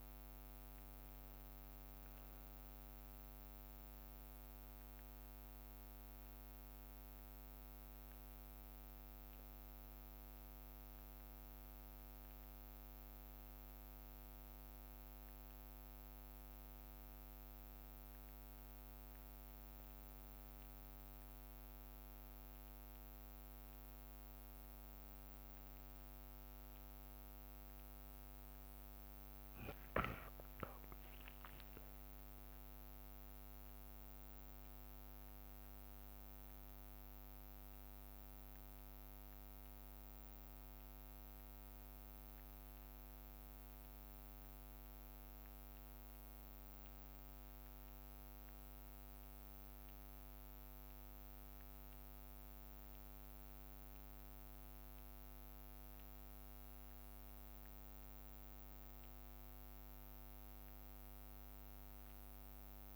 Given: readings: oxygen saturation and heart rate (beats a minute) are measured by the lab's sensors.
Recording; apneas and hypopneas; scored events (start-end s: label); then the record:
a person awake in a sleep study, hard to hear, by a microphone on the trachea; none
0.00-28.00 s: bradycardia (device-marked, heart rate 58 extreme)
35.00-44.00 s: bradycardia (device-marked, heart rate 58 before, 58 extreme)
49.00-62.96 s: bradycardia (device-marked, heart rate 58 before, 58 extreme)
From the record:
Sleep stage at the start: awake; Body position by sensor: on the back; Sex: male